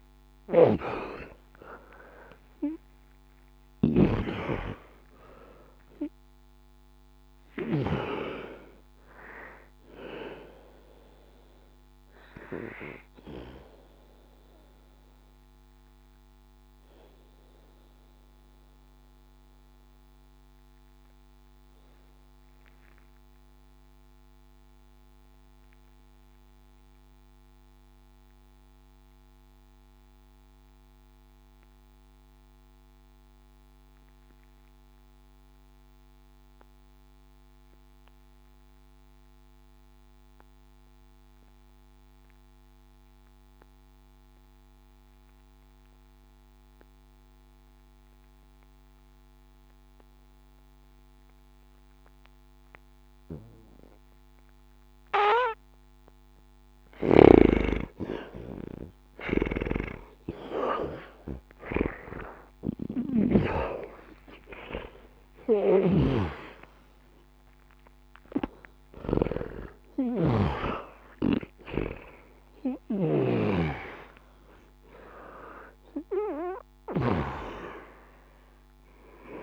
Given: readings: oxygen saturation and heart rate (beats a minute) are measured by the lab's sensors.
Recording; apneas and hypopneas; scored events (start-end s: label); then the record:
breathing in sleep by a microphone on the trachea; 1
0.00-32.00 s: oxygen desaturation (device-marked, oxygen 80% lowest, heart rate 60 extreme)
3.50-9.00 s: arousal
12.00-57.00 s: obstructive apnea (oxygen 96% before, 79% lowest, heart rate 114 before, 60 extreme)
27.00-79.43 s: new sleep stage, N2 (light sleep)
50.00-79.43 s: oxygen desaturation (device-marked, oxygen 98% before, 79% lowest, heart rate 61 before, 60 extreme)
59.00-65.50 s: snoring (device-marked)
60.00-65.00 s: arousal
From the record:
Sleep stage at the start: N1 (lightest sleep); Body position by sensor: on the back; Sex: male